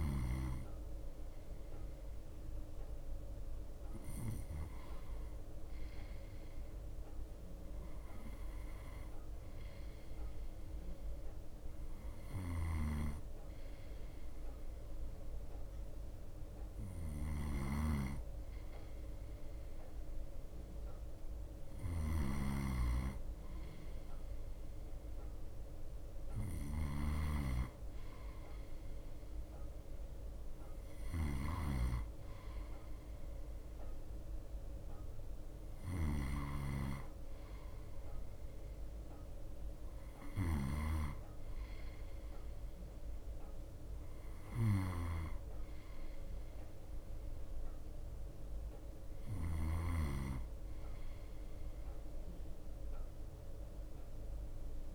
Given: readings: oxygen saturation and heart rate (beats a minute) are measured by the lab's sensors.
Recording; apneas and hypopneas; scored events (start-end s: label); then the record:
breathing in sleep by a room microphone; none
0.00-54.95 s: bradycardia (device-marked, heart rate 54 extreme)
12.50-50.00 s: snoring (device-marked)
From the record:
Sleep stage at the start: N2 (light sleep); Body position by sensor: on the right side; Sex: male